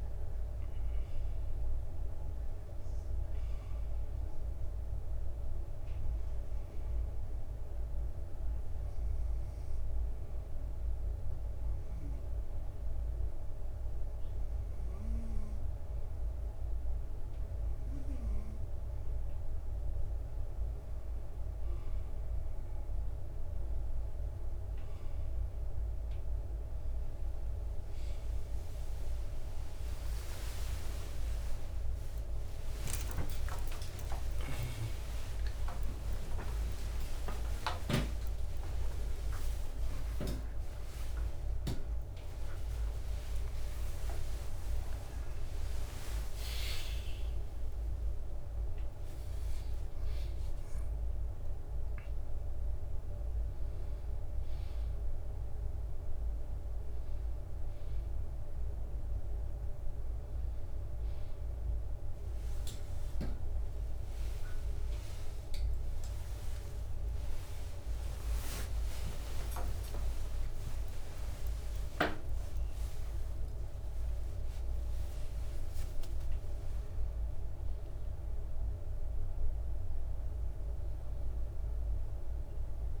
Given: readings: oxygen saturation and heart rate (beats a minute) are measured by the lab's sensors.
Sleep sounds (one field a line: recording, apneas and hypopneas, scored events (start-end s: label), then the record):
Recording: a person awake in a sleep study, by a room microphone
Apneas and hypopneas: 1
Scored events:
6.50-18.50 s: hypopnea (oxygen 96% before, 93% lowest, heart rate 68 before, 61 extreme, up 5 after)
22.00-30.00 s: drop in pulse transit time (device-marked, heart rate 64 before, 62 extreme)
26.00-83.00 s: new sleep stage, awake
28.00-43.00 s: tachycardia (device-marked, heart rate 65 before, 197 extreme)
29.50-31.50 s: long interval between heartbeats (device-marked, heart rate 63 before, 81 extreme)
31.50-33.50 s: long interval between heartbeats (device-marked, heart rate 66 before, 104 extreme)
33.50-35.50 s: long interval between heartbeats (device-marked, heart rate 70 before, 141 extreme)
35.00-54.00 s: drop in pulse transit time (device-marked, heart rate 78 before, 69 extreme)
37.00-39.00 s: long interval between heartbeats (device-marked, heart rate 88 before, 180 extreme)
39.00-41.00 s: long interval between heartbeats (device-marked, heart rate 101 before, 178 extreme)
41.00-43.00 s: long interval between heartbeats (device-marked, heart rate 113 before, 161 extreme)
45.00-51.00 s: oxygen desaturation (device-marked, oxygen 96% before, 93% lowest, heart rate 132 before, 60 extreme)
63.00-76.00 s: tachycardia (device-marked, heart rate 68 before, 169 extreme)
64.00-66.00 s: long interval between heartbeats (device-marked, heart rate 74 before, 79 extreme)
66.00-68.00 s: long interval between heartbeats (device-marked, heart rate 71 before, 129 extreme)
68.50-70.50 s: long interval between heartbeats (device-marked, heart rate 74 before, 145 extreme)
73.00-75.00 s: long interval between heartbeats (device-marked, heart rate 94 before, 139 extreme)
From the record:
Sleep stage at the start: N2 (light sleep)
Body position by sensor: on the back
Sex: male